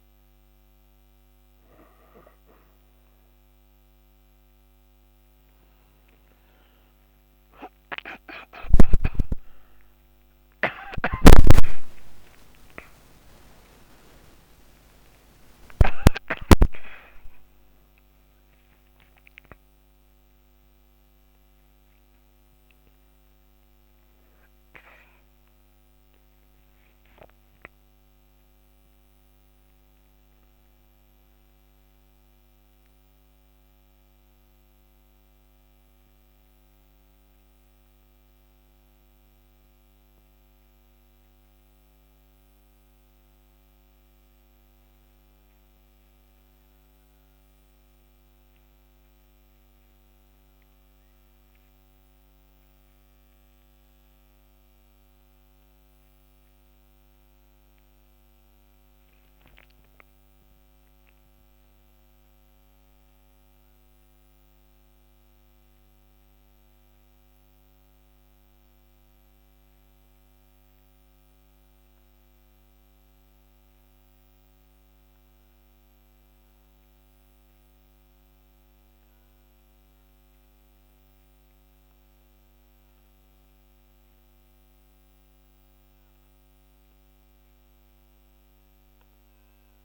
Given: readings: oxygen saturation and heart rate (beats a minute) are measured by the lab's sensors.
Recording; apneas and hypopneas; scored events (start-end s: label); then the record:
a person awake in a sleep study, by a microphone on the trachea; none
89.00-89.85 s: new sleep stage, N1 (lightest sleep)
From the record:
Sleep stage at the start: awake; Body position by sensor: on the back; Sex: female